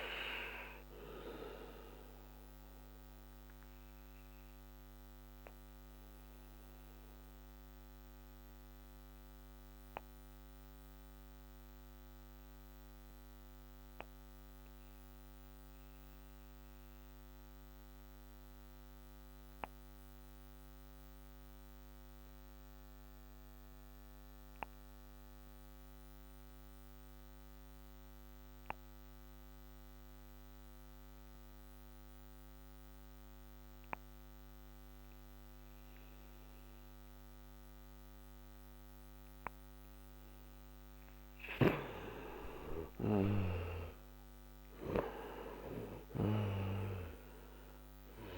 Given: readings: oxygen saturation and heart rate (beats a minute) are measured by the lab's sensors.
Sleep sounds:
breathing in sleep by a microphone on the trachea; 1
0.00-23.00 s: oxygen desaturation (device-marked, oxygen 86% lowest, heart rate 55 extreme)
1.00-38.50 s: obstructive apnea (oxygen 98% before, 86% lowest, heart rate 63 before, 55 extreme, up 11 after)
37.00-48.38 s: oxygen desaturation (device-marked, oxygen 97% before, 87% lowest, heart rate 59 before, 57 extreme)
41.50-46.50 s: arousal
From the record:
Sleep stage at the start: N2 (light sleep); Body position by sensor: on the back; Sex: male

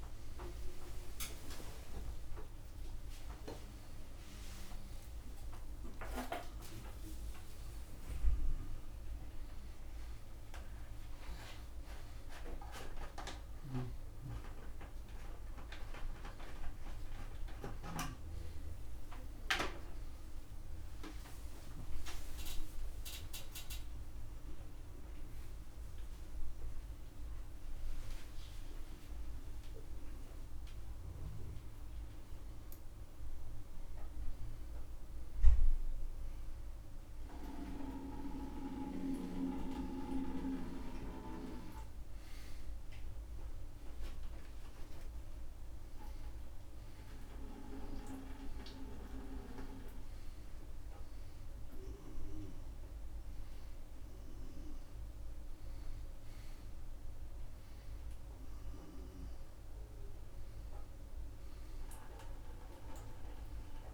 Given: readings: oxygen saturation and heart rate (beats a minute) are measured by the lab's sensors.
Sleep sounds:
a person awake in a sleep study, by a room microphone; none
none scored
From the record:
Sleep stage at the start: awake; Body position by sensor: upright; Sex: male

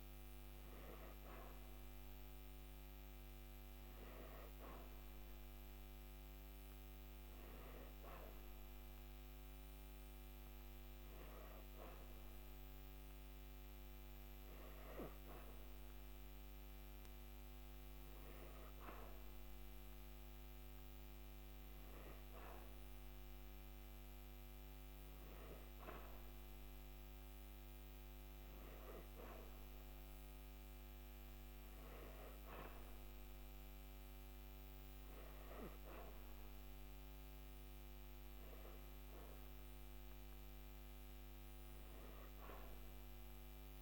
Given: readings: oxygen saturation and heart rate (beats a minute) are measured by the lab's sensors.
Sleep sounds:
breathing in sleep by a microphone on the trachea; none
none scored
From the record:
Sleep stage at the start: N3 (deep sleep); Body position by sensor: on the back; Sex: female

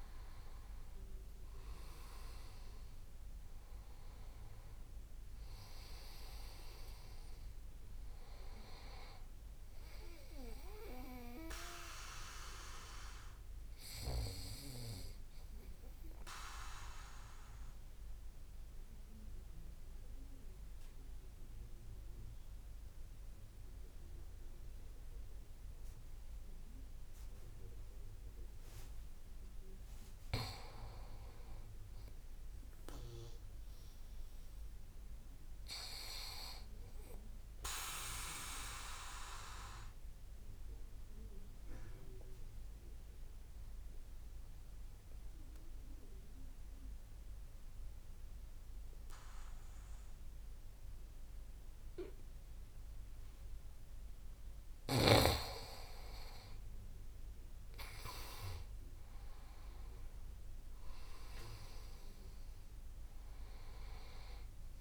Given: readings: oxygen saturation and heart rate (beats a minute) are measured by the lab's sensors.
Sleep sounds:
breathing in sleep by a room microphone; 2
0.00-28.00 s: oxygen desaturation (device-marked, oxygen 97% before, 91% lowest)
16.50-30.00 s: obstructive apnea (oxygen 97% before, 91% lowest)
32.50-36.00 s: arousal
39.00-55.50 s: obstructive apnea (oxygen 98% before, 92% lowest)
57.50-60.50 s: arousal
From the record:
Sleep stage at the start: N2 (light sleep); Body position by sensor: on the back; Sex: male

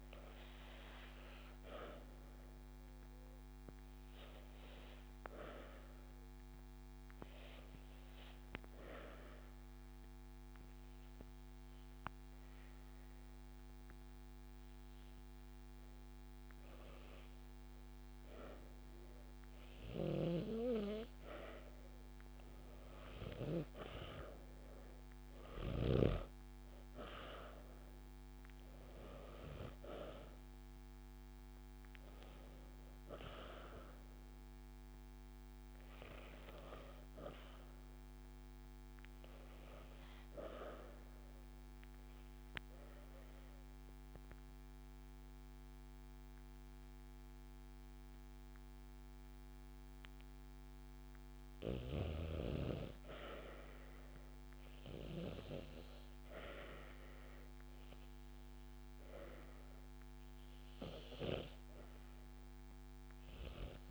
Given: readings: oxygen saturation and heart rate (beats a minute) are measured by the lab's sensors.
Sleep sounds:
breathing in sleep by a microphone on the trachea; 2
0.00-10.50 s: oxygen desaturation (device-marked, oxygen 91% lowest)
1.00-19.50 s: obstructive apnea (oxygen 97% before, 88% lowest)
3.50-5.50 s: long interval between heartbeats (device-marked)
22.00-26.00 s: arousal
25.50-43.50 s: oxygen desaturation (device-marked, oxygen 95% before, 89% lowest)
40.00-52.00 s: obstructive apnea (oxygen 96% before, 86% lowest)
55.50-59.50 s: arousal
56.00-58.00 s: long interval between heartbeats (device-marked)
62.50-63.90 s: oxygen desaturation (device-marked, oxygen 96% before, 86% lowest)
From the record:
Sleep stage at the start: N2 (light sleep); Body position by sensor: on the back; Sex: female

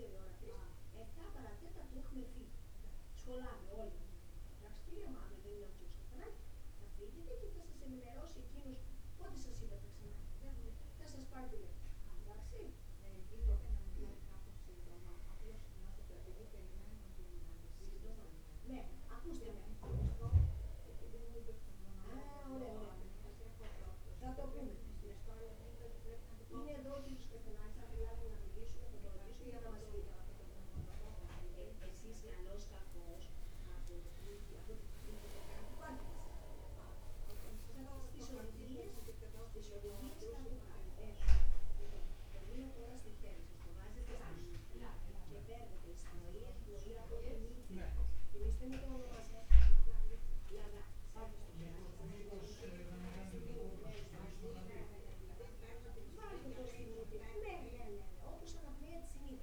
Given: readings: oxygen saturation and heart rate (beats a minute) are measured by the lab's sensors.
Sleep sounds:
a person awake in a sleep study, by a room microphone; none
0.00-2.00 s: long interval between heartbeats (device-marked, heart rate 60 before, 66 extreme)
10.50-12.50 s: long interval between heartbeats (device-marked, heart rate 61 before, 64 extreme)
16.50-18.50 s: long interval between heartbeats (device-marked, heart rate 62 before, 67 extreme)
22.00-24.00 s: long interval between heartbeats (device-marked, heart rate 65 before, 64 extreme)
27.00-29.00 s: long interval between heartbeats (device-marked, heart rate 64 before, 75 extreme)
29.00-31.00 s: long interval between heartbeats (device-marked, heart rate 66 before, 86 extreme)
34.00-36.00 s: long interval between heartbeats (device-marked, heart rate 74 before, 110 extreme)
37.00-39.00 s: long interval between heartbeats (device-marked, heart rate 82 before, 122 extreme)
39.50-41.50 s: long interval between heartbeats (device-marked, heart rate 88 before, 126 extreme)
59.00-59.43 s: new sleep stage, N2 (light sleep)
From the record:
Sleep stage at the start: awake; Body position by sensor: upright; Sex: male

